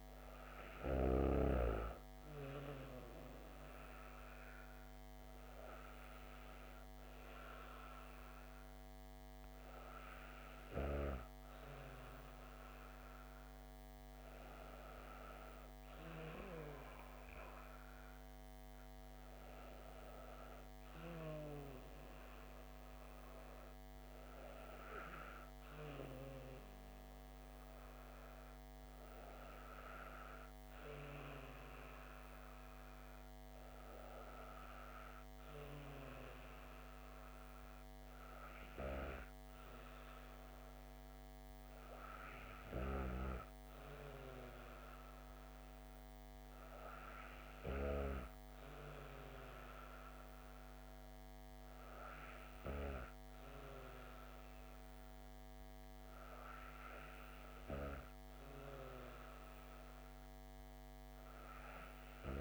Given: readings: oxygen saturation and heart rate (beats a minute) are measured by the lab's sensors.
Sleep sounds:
breathing in sleep by a microphone on the trachea; none
none scored
From the record:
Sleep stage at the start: N2 (light sleep); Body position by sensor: on the back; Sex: female

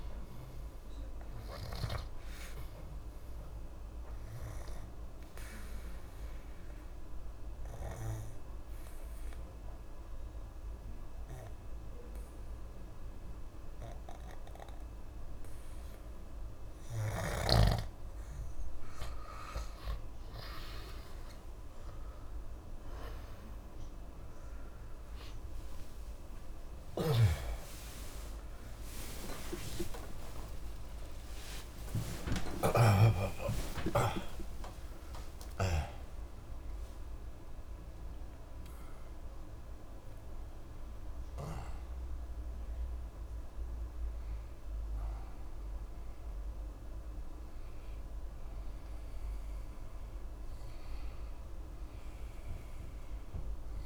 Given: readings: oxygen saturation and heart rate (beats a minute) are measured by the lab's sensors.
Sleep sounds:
breathing in sleep by a room microphone; 1
2.00-19.00 s: oxygen desaturation (device-marked, oxygen 95% before, 90% lowest)
4.50-18.50 s: obstructive apnea (oxygen 95% before, 88% lowest, heart rate 63 before, 60 extreme, up 33 after)
21.00-41.00 s: oxygen desaturation (device-marked, oxygen 96% before, 89% lowest)
21.50-27.00 s: arousal
27.00-30.50 s: snoring (device-marked)
From the record:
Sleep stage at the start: N2 (light sleep); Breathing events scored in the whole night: 471 in 6.8 hours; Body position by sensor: on the back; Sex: male

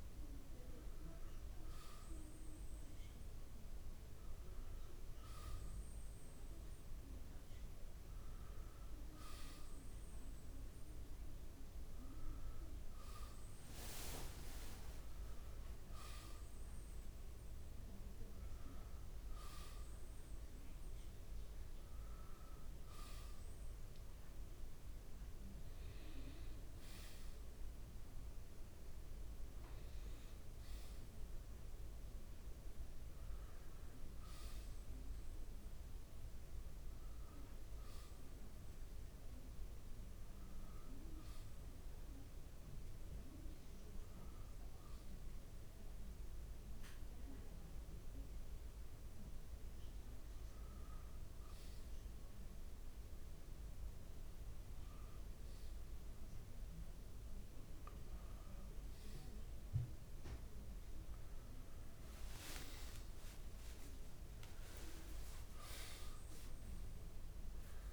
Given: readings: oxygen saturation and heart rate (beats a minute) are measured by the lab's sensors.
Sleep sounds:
a person partly awake in a sleep study, hard to hear, by a room microphone; 1
16.50-67.93 s: new sleep stage, N1 (lightest sleep)
39.50-50.50 s: hypopnea (oxygen 94% before, 87% lowest, heart rate 73 before, 70 extreme, up 0 after)
55.50-67.93 s: oxygen desaturation (device-marked, oxygen 92% before, 87% lowest, heart rate 71 before, 68 extreme)
58.00-61.50 s: arousal
From the record:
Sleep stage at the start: awake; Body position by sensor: on the back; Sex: male

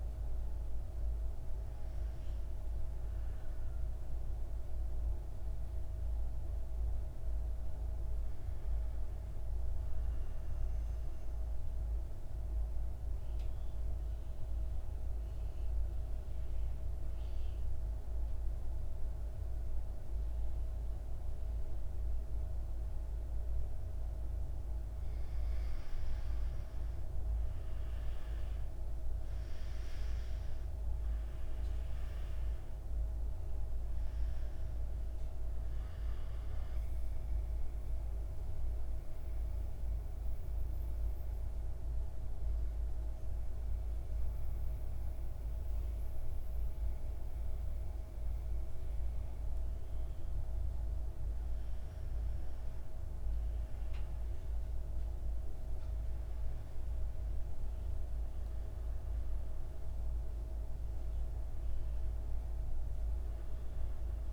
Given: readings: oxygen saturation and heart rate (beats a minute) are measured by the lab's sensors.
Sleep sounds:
breathing in sleep, hard to hear, by a room microphone; 2
10.50-24.00 s: central apnea (oxygen 100% before, 84% lowest, heart rate 72 before, 56 extreme, up 6 after)
12.00-48.00 s: oxygen desaturation (device-marked, oxygen 100% before, 84% lowest, heart rate 69 before, 56 extreme)
26.50-29.50 s: arousal
29.00-64.33 s: new sleep stage, N2 (light sleep)
35.50-50.50 s: mixed apnea (oxygen 99% before, 84% lowest, heart rate 60 before, 56 extreme, up 9 after)
52.50-56.00 s: arousal
From the record:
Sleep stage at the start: N1 (lightest sleep); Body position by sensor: on the right side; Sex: male

